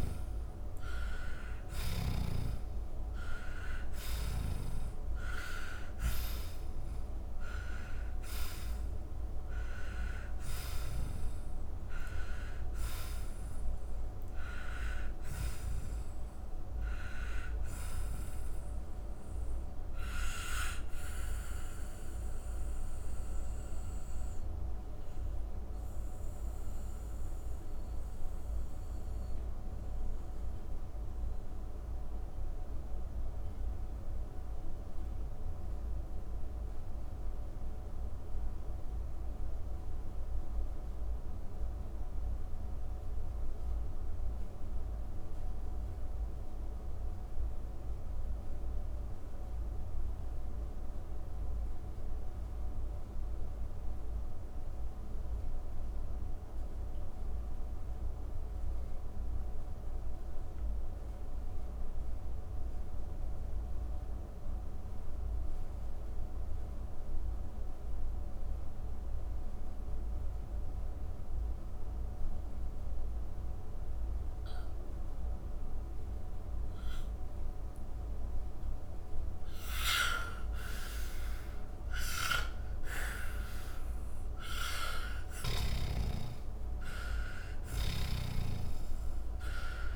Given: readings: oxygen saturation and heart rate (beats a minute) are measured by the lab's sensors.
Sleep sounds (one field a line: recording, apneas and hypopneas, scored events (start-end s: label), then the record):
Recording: breathing in sleep by a room microphone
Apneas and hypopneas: 1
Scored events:
0.00-2.00 s: arousal
8.00-53.00 s: oxygen desaturation (device-marked, oxygen 98% before, 87% lowest)
19.50-80.00 s: mixed apnea (oxygen 99% before, 85% lowest)
82.00-89.96 s: oxygen desaturation (device-marked, oxygen 98% before, 85% lowest)
83.00-88.50 s: arousal
From the record:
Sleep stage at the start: N2 (light sleep)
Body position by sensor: on the back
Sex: male